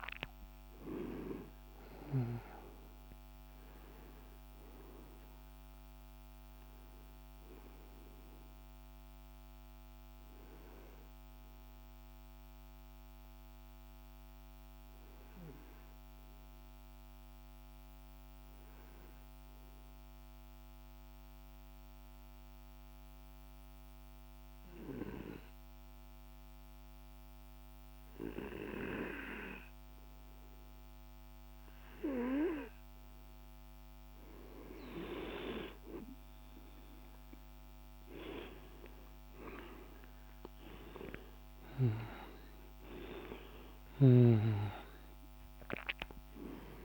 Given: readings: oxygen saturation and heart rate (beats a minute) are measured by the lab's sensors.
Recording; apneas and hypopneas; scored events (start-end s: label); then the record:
breathing in sleep by a microphone on the trachea; 1
0.00-3.50 s: arousal
1.00-20.00 s: oxygen desaturation (device-marked, oxygen 95% before, 92% lowest, heart rate 32 before, 31 extreme)
9.00-32.50 s: mixed apnea (oxygen 98% before, 90% lowest)
33.00-46.85 s: oxygen desaturation (device-marked, oxygen 99% before, 90% lowest)
36.50-40.50 s: arousal
From the record:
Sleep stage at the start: N2 (light sleep); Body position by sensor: on the right side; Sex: male